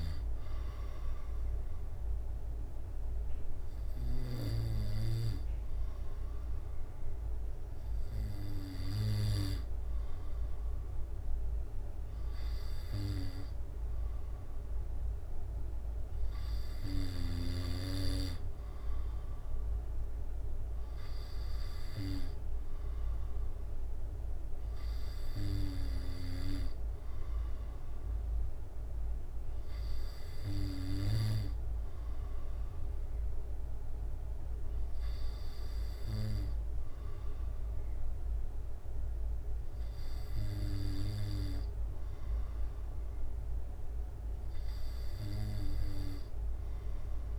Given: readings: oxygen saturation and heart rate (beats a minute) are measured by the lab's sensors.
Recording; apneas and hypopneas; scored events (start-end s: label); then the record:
breathing in sleep by a room microphone; none
none scored
From the record:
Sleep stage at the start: N2 (light sleep); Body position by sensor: on the back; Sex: male